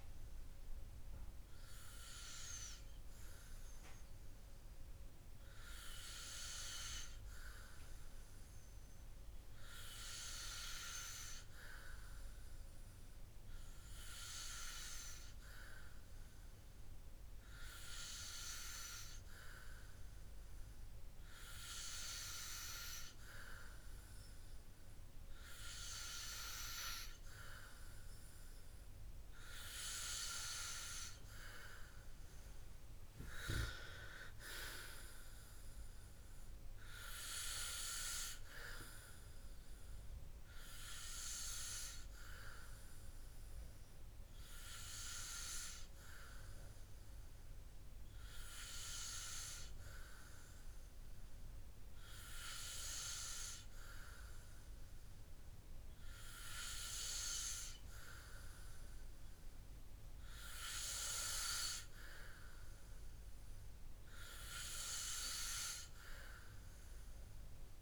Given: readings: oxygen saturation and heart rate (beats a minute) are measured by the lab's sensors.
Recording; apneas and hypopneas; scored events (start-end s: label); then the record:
breathing in sleep by a room microphone; none
none scored
From the record:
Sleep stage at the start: N2 (light sleep); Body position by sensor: on the back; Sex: male